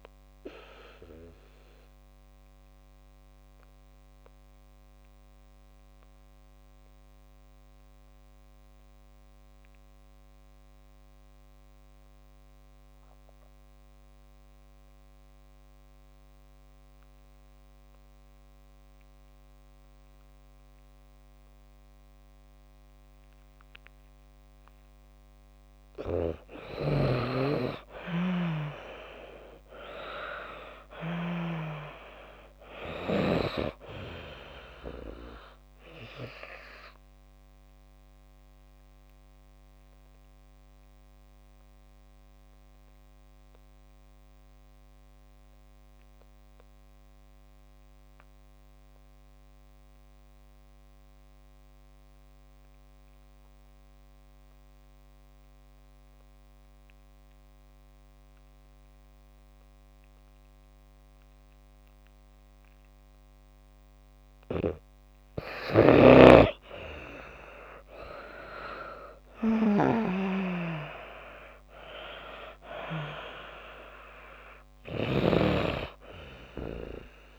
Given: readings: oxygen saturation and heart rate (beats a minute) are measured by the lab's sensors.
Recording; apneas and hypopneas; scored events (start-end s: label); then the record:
breathing in sleep by a microphone on the trachea; 2
0.00-21.00 s: oxygen desaturation (device-marked, oxygen 81% lowest)
2.00-25.00 s: obstructive apnea (oxygen 98% before, 81% lowest)
26.50-29.50 s: arousal
29.00-59.00 s: oxygen desaturation (device-marked, oxygen 97% before, 83% lowest)
35.50-63.00 s: obstructive apnea (oxygen 97% before, 81% lowest)
65.50-68.50 s: arousal
66.00-77.38 s: oxygen desaturation (device-marked, oxygen 97% before, 81% lowest)
From the record:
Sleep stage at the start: N2 (light sleep); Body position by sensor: on the back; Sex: female